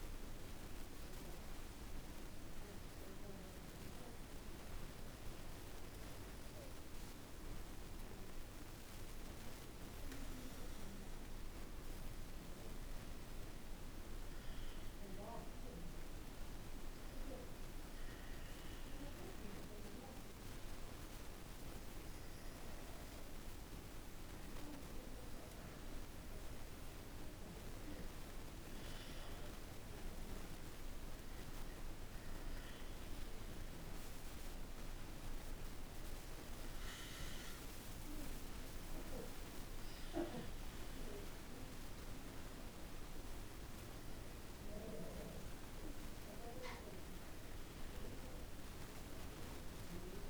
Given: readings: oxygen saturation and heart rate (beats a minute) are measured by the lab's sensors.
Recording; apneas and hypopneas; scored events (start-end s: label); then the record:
a person awake in a sleep study, hard to hear, by a room microphone; none
none scored
From the record:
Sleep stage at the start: awake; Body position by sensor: on the back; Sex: male